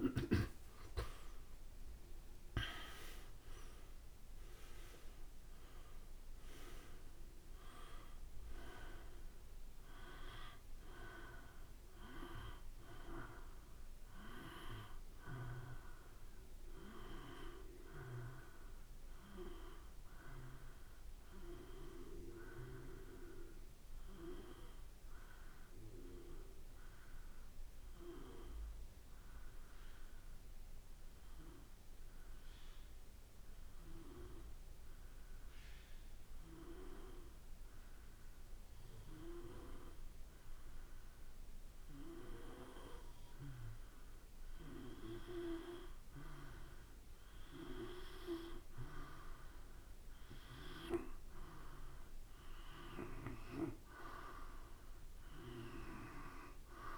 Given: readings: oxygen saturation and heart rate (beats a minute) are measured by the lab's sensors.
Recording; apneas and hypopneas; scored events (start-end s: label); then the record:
breathing in sleep by a room microphone; 1
0.00-3.50 s: arousal
0.00-24.50 s: oxygen desaturation (device-marked, oxygen 85% lowest, heart rate 52 extreme)
22.50-46.00 s: hypopnea (oxygen 93% before, 90% lowest, heart rate 58 before, 53 extreme, up 2 after)
43.50-56.98 s: oxygen desaturation (device-marked, oxygen 97% before, 90% lowest, heart rate 54 before, 54 extreme)
49.00-52.00 s: arousal
From the record:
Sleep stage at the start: N2 (light sleep); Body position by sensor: on the back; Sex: male